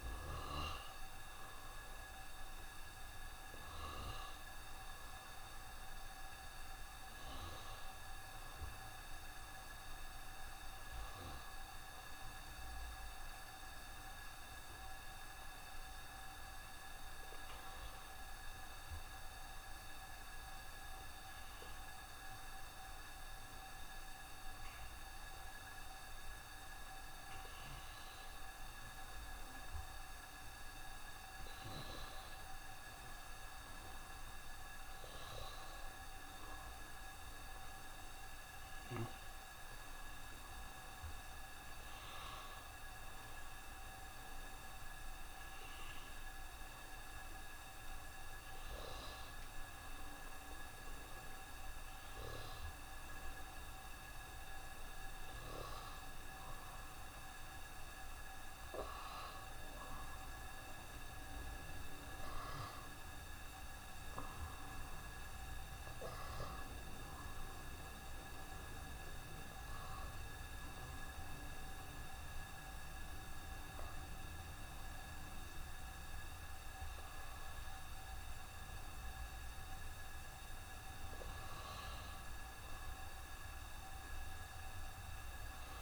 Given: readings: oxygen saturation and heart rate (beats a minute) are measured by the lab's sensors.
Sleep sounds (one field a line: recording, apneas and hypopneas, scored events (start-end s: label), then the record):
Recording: breathing in sleep, hard to hear, by a room microphone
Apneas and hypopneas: none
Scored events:
none scored
From the record:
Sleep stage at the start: N1 (lightest sleep)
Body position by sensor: on the right side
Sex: male